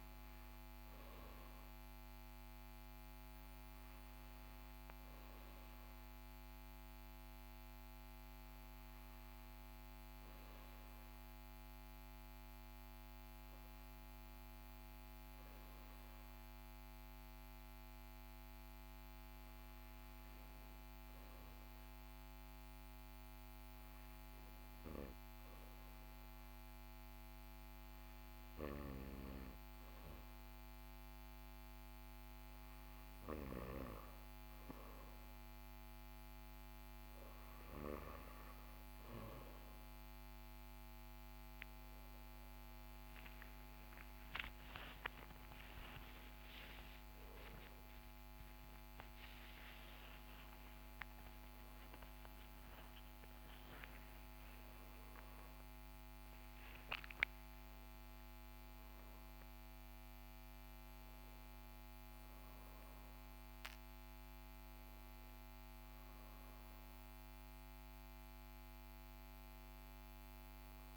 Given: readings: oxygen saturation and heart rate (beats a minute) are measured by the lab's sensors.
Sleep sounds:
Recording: breathing in sleep by a microphone on the trachea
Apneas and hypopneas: none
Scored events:
44.50-49.50 s: arousal
45.50-70.97 s: new sleep stage, N1 (lightest sleep)
From the record:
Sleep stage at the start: N2 (light sleep)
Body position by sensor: on the back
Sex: male

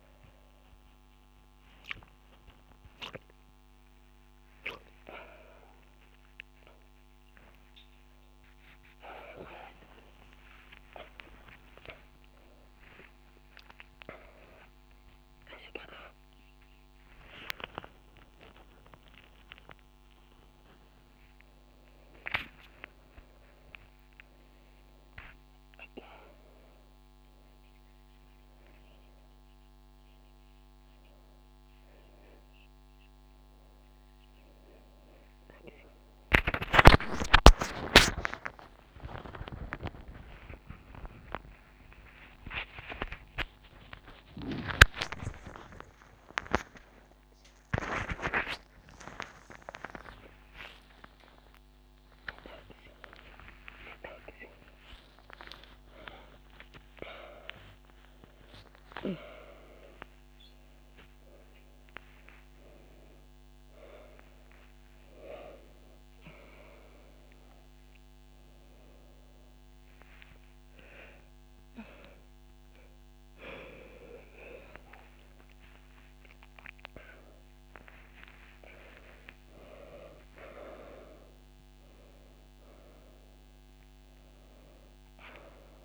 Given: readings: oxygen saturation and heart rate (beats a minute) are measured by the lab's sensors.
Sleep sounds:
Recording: a person awake in a sleep study, by a microphone on the trachea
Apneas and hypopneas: none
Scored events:
0.50-2.50 s: long interval between heartbeats (device-marked, heart rate 74 before, 97 extreme)
3.00-5.00 s: long interval between heartbeats (device-marked, heart rate 84 before, 99 extreme)
3.00-7.00 s: drop in pulse transit time (device-marked, heart rate 84 before, 93 extreme)
7.00-13.00 s: tachycardia (device-marked, heart rate 45 before, 106 extreme)
10.50-12.50 s: long interval between heartbeats (device-marked, heart rate 94 before, 101 extreme)
13.50-15.50 s: long interval between heartbeats (device-marked, heart rate 95 before, 102 extreme)
14.00-22.00 s: tachycardia (device-marked, heart rate 46 before, 138 extreme)
17.00-19.00 s: long interval between heartbeats (device-marked, heart rate 97 before, 114 extreme)
17.00-21.00 s: drop in pulse transit time (device-marked, heart rate 97 before, 114 extreme)
22.50-24.50 s: long interval between heartbeats (device-marked, heart rate 106 before, 122 extreme)
25.00-27.00 s: long interval between heartbeats (device-marked, heart rate 109 before, 96 extreme)
27.50-29.50 s: long interval between heartbeats (device-marked, heart rate 110 before, 55 extreme)
30.00 s: drop in pulse transit time (device-marked)
38.00-40.00 s: long interval between heartbeats (device-marked, heart rate 75 before, 34 extreme)
40.00-49.00 s: drop in pulse transit time (device-marked, heart rate 67 before, 58 extreme)
42.00-44.00 s: long interval between heartbeats (device-marked, heart rate 60 before, 76 extreme)
45.50-47.50 s: long interval between heartbeats (device-marked, heart rate 53 before, 58 extreme)
47.00-71.00 s: tachycardia (device-marked, heart rate 47 before, 128 extreme)
49.00-51.00 s: long interval between heartbeats (device-marked, heart rate 50 before, 89 extreme)
57.50-59.50 s: long interval between heartbeats (device-marked, heart rate 81 before, 109 extreme)
From the record:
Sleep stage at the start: awake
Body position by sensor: on the right side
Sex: female

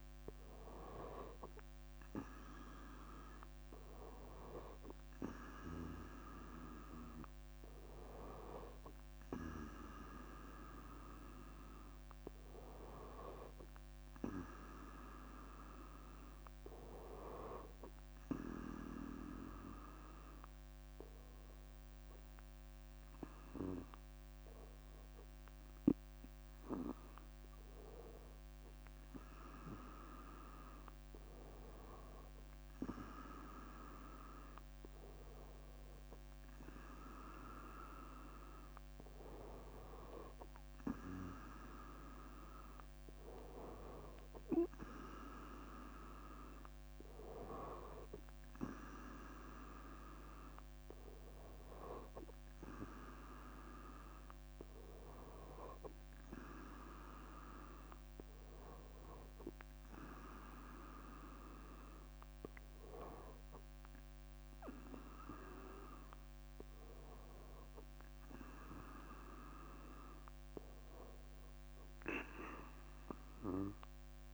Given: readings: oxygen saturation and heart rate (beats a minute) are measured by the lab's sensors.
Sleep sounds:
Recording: breathing in sleep by a microphone on the trachea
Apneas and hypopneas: none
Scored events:
0.50-1.50 s: leg movement (device-marked)
52.50-63.00 s: leg movement (device-marked)
63.50-67.00 s: arousal
67.50-74.34 s: leg movement (device-marked)
From the record:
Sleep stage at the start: REM sleep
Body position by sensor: on the right side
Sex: female

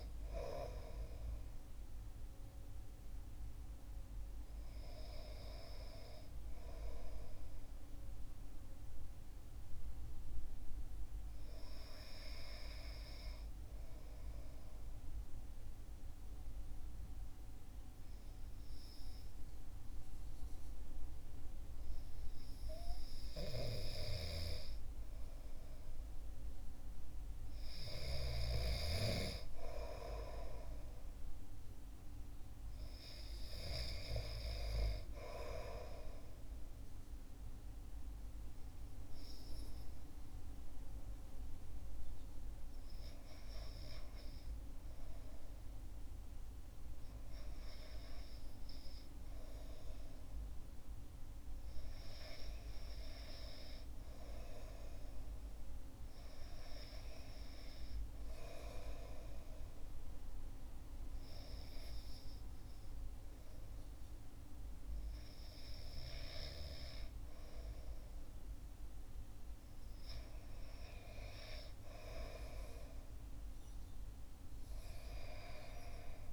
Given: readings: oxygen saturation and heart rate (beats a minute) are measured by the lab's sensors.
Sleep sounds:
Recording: breathing in sleep by a room microphone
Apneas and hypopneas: 1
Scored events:
13.50-24.00 s: obstructive apnea (oxygen 98% before, 95% lowest, heart rate 57 before, 56 extreme, up 5 after)
24.00-28.00 s: arousal
From the record:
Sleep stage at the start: REM sleep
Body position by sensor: on the back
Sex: male

